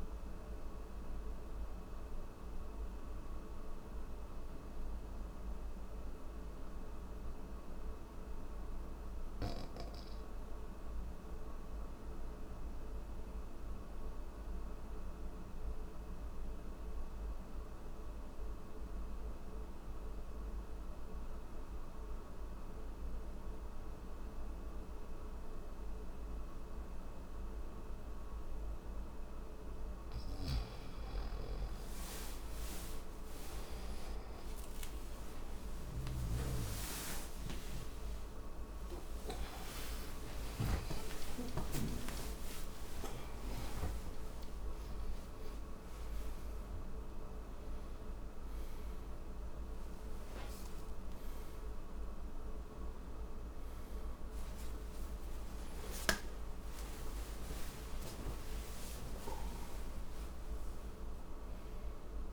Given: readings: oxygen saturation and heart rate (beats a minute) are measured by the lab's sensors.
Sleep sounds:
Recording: breathing in sleep by a room microphone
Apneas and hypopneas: none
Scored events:
28.00-51.00 s: oxygen desaturation (device-marked, oxygen 98% before, 94% lowest)
58.00-62.33 s: oxygen desaturation (device-marked, oxygen 95% before, 92% lowest)
From the record:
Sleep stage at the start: N1 (lightest sleep)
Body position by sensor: on the back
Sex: male

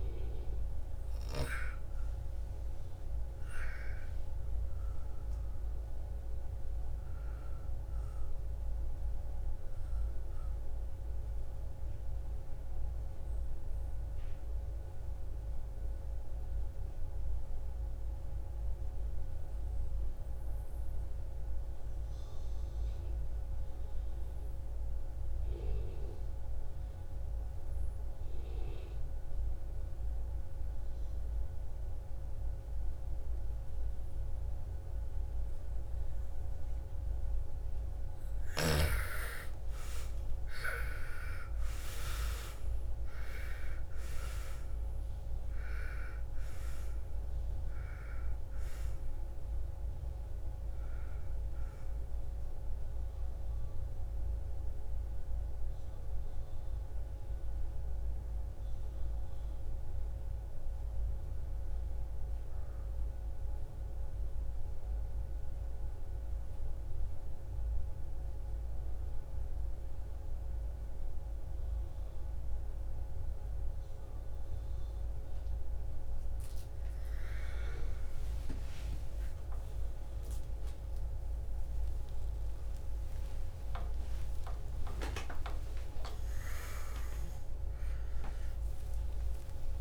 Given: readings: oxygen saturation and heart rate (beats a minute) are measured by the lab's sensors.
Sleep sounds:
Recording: breathing in sleep by a room microphone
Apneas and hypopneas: 2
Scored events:
0.00-11.00 s: oxygen desaturation (device-marked, oxygen 85% lowest, heart rate 56 extreme)
10.50-36.00 s: obstructive apnea (oxygen 98% before, 79% lowest, heart rate 67 before, 56 extreme, up 13 after)
30.00-62.00 s: oxygen desaturation (device-marked, oxygen 98% before, 79% lowest, heart rate 59 before, 57 extreme)
38.50-42.50 s: arousal
46.00-76.00 s: new sleep stage, REM sleep
52.00-70.50 s: hypopnea (oxygen 98% before, 79% lowest, heart rate 65 before, 57 extreme, up 4 after)
73.00-77.50 s: arousal
76.00-89.81 s: new sleep stage, awake
From the record:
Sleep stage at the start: N2 (light sleep)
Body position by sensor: on the back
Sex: female

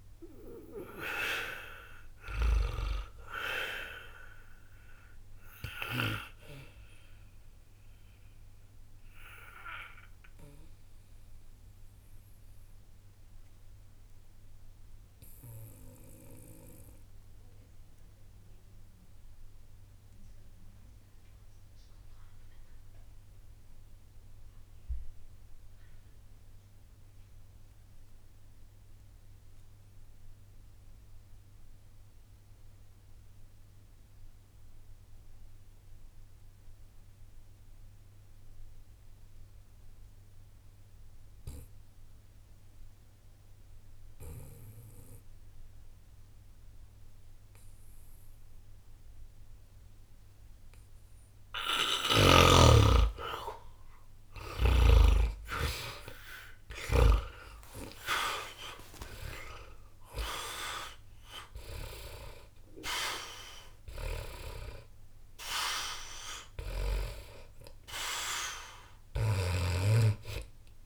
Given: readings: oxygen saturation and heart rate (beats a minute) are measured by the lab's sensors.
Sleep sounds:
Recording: breathing in sleep by a room microphone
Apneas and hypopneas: 1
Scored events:
5.50-31.50 s: oxygen desaturation (device-marked, oxygen 90% before, 72% lowest, heart rate 63 before, 60 extreme)
8.50-51.50 s: obstructive apnea (oxygen 95% before, 72% lowest, heart rate 63 before, 60 extreme, up 0 after)
9.50-70.86 s: new sleep stage, N2 (light sleep)
48.50-70.86 s: oxygen desaturation (device-marked, oxygen 99% before, 75% lowest, heart rate 60 before, 60 extreme)
53.00-57.00 s: arousal
69.50-70.86 s: snoring (device-marked)
From the record:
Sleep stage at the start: N1 (lightest sleep)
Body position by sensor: on the back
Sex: male

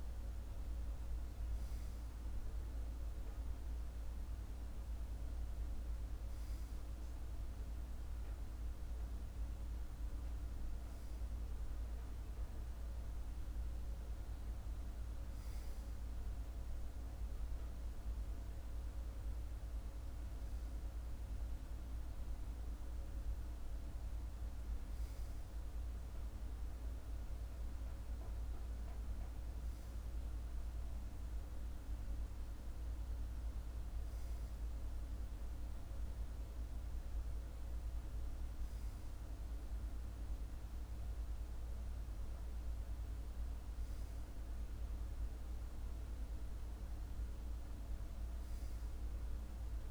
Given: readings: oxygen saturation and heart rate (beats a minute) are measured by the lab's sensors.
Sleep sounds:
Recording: breathing in sleep, hard to hear, by a room microphone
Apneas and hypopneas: none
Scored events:
none scored
From the record:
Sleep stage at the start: REM sleep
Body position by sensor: on the left side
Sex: male

